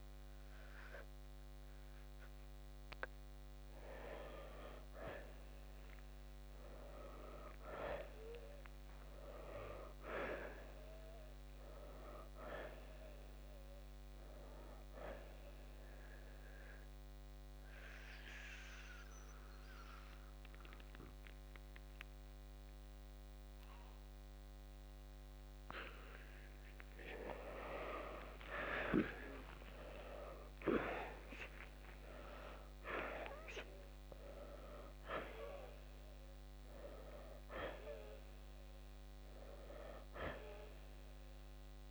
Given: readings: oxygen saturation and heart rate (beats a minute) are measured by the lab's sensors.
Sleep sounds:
breathing in sleep by a microphone on the trachea; 1
0.00-13.00 s: oxygen desaturation (device-marked, oxygen 86% lowest, heart rate 57 extreme)
11.00-14.00 s: arousal
15.00-34.00 s: oxygen desaturation (device-marked, oxygen 95% before, 90% lowest, heart rate 67 before, 57 extreme)
17.00-27.50 s: obstructive apnea (oxygen 95% before, 86% lowest, heart rate 66 before, 57 extreme, up 28 after)
29.50-34.00 s: arousal
From the record:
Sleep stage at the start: N2 (light sleep); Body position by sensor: on the back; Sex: male

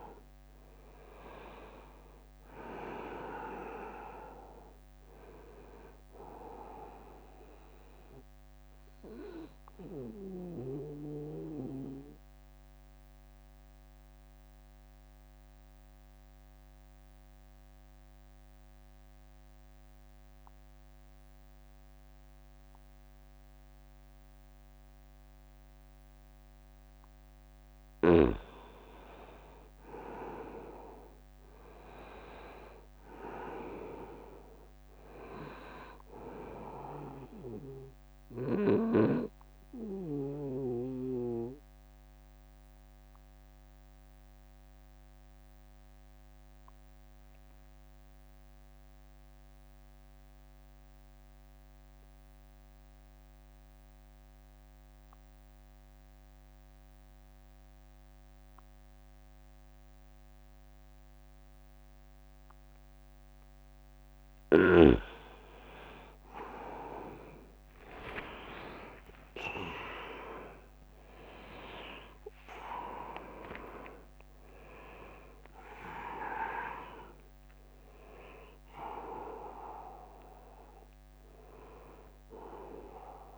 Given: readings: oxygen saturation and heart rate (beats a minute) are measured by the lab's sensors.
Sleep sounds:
breathing in sleep by a microphone on the trachea; 2
0.00-7.00 s: drop in pulse transit time (device-marked, heart rate 75 extreme)
0.00-20.00 s: oxygen desaturation (device-marked, oxygen 92% lowest, heart rate 73 extreme)
10.00-26.50 s: obstructive apnea (oxygen 99% before, 91% lowest, heart rate 81 before, 74 extreme, up 8 after)
27.00-42.00 s: drop in pulse transit time (device-marked, heart rate 79 before, 76 extreme)
30.00-33.50 s: arousal
36.00-54.00 s: oxygen desaturation (device-marked, oxygen 100% before, 93% lowest, heart rate 81 before, 66 extreme)
39.50-63.50 s: obstructive apnea (oxygen 100% before, 89% lowest, heart rate 80 before, 66 extreme, up 21 after)
51.50-53.50 s: long interval between heartbeats (device-marked, heart rate 80 before, 71 extreme)
66.00-83.38 s: oxygen desaturation (device-marked, oxygen 99% before, 89% lowest, heart rate 76 before, 75 extreme)
67.50-72.00 s: arousal
68.00-82.00 s: drop in pulse transit time (device-marked, heart rate 77 before, 78 extreme)
From the record:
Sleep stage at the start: N2 (light sleep); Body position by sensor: on the right side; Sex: male

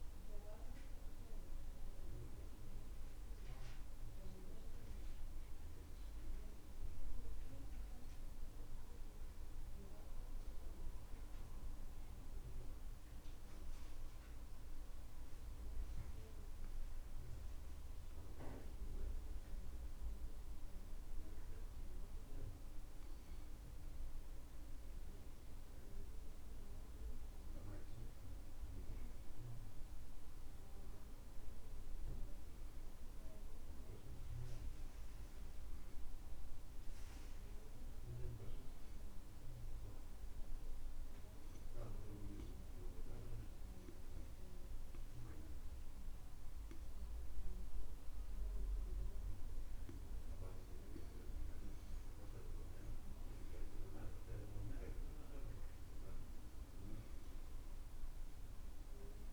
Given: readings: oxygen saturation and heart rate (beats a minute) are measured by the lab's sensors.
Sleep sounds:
breathing in sleep by a room microphone; 2
3.50-7.50 s: arousal
11.50-24.00 s: mixed apnea (oxygen 97% before, 91% lowest, heart rate 69 before, 66 extreme, up 4 after)
26.00-31.00 s: arousal
37.00-50.50 s: obstructive apnea (oxygen 95% before, 91% lowest, heart rate 68 before, 62 extreme, up 7 after)
53.50-58.50 s: arousal
From the record:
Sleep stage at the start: N1 (lightest sleep); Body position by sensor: on the back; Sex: male

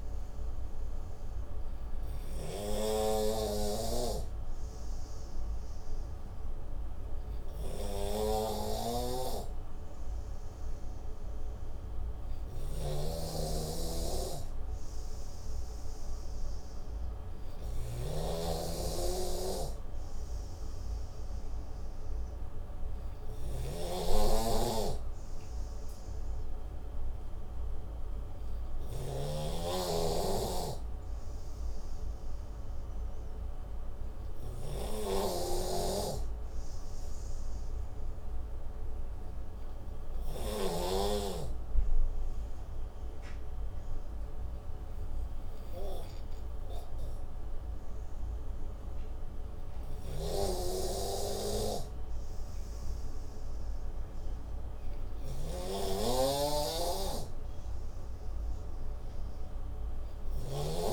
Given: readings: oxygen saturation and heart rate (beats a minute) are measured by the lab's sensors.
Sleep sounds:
breathing in sleep by a room microphone; none
5.00-18.00 s: oxygen desaturation (device-marked, oxygen 95% before, 91% lowest, heart rate 60 before, 28 extreme)
13.50-41.50 s: snoring (device-marked)
From the record:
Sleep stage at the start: N3 (deep sleep); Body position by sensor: on the right side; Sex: male

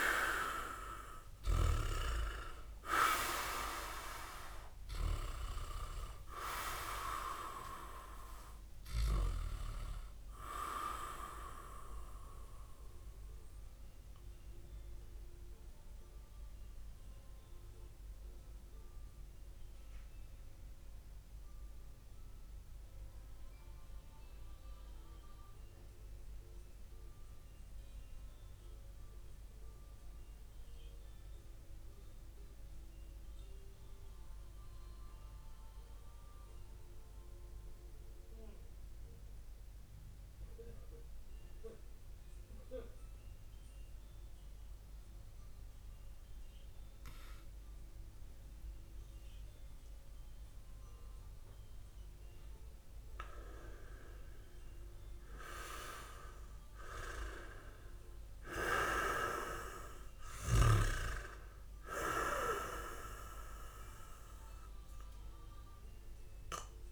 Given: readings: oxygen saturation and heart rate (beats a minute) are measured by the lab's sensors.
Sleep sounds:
breathing in sleep by a room microphone; 1
0.00-1.00 s: arousal
0.00-9.00 s: snoring (device-marked)
12.50-50.50 s: mixed apnea (oxygen 100% before, 97% lowest, heart rate 102 before, 49 extreme, up 17 after)
52.00-55.50 s: arousal
From the record:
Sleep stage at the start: N2 (light sleep); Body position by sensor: on the back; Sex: male

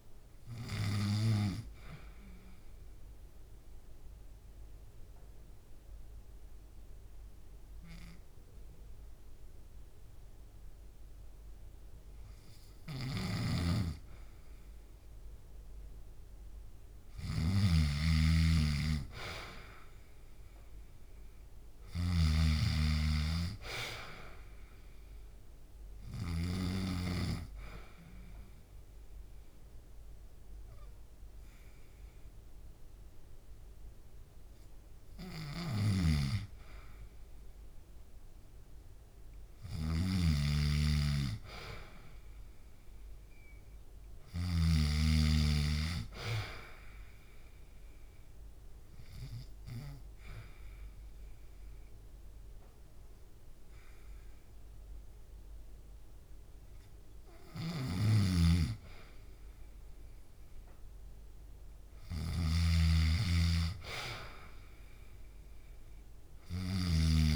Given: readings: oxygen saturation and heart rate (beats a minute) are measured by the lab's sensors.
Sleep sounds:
breathing in sleep by a room microphone; 3
1.50-13.50 s: mixed apnea (oxygen 98% before, 90% lowest, heart rate 66 before, 63 extreme, up 0 after)
4.00-20.00 s: oxygen desaturation (device-marked, oxygen 98% before, 90% lowest, heart rate 68 before, 63 extreme)
13.00-26.50 s: snoring (device-marked)
19.50-23.00 s: arousal
22.00-44.00 s: oxygen desaturation (device-marked, oxygen 98% before, 90% lowest, heart rate 65 before, 65 extreme)
25.50-37.00 s: hypopnea (oxygen 98% before, 90% lowest, heart rate 64 before, 65 extreme)
35.50-44.50 s: snoring (device-marked)
40.00-43.50 s: arousal
47.50-58.00 s: obstructive apnea (oxygen 98% before, 91% lowest, heart rate 67 before, 66 extreme, up 0 after)
50.00-64.00 s: oxygen desaturation (device-marked, oxygen 97% before, 93% lowest, heart rate 67 before, 66 extreme)
57.00-66.50 s: snoring (device-marked)
63.00-67.00 s: arousal
From the record:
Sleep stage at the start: N2 (light sleep); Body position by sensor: on the back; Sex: male

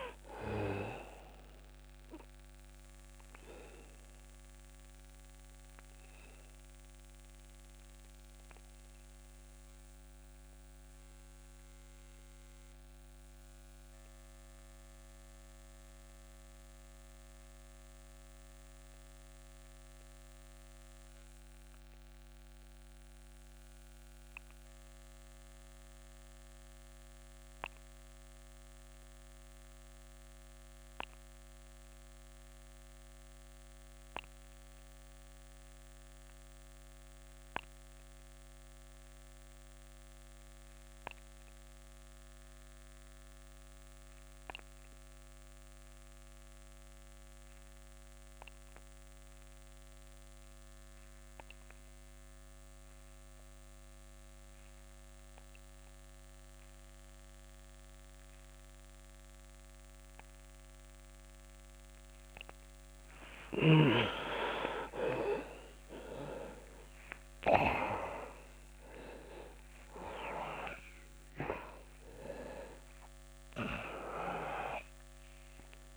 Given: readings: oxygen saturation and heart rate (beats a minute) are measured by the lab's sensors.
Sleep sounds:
breathing in sleep by a microphone on the trachea; 1
1.00-25.00 s: oxygen desaturation (device-marked, oxygen 98% before, 93% lowest, heart rate 44 before, 25 extreme)
2.00-62.50 s: obstructive apnea (oxygen 99% before, 79% lowest)
39.00-75.97 s: oxygen desaturation (device-marked, oxygen 98% before, 79% lowest)
64.50-68.00 s: arousal
From the record:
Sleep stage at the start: N2 (light sleep); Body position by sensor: on the back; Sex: male

